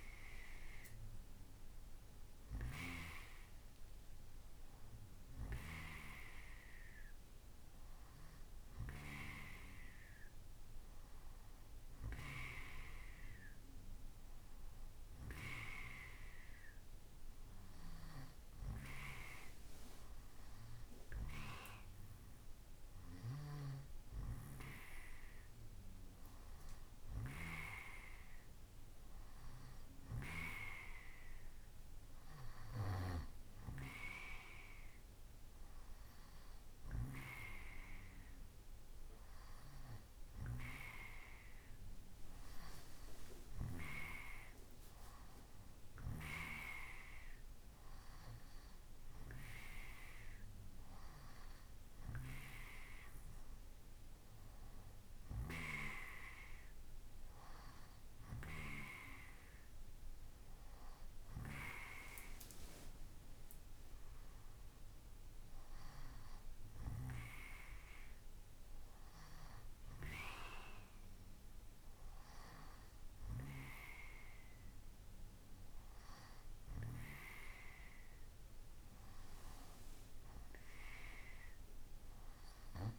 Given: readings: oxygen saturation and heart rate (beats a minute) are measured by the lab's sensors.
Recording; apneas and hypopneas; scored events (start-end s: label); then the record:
breathing in sleep by a room microphone; none
none scored
From the record:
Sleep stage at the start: N2 (light sleep); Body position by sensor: on the right side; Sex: male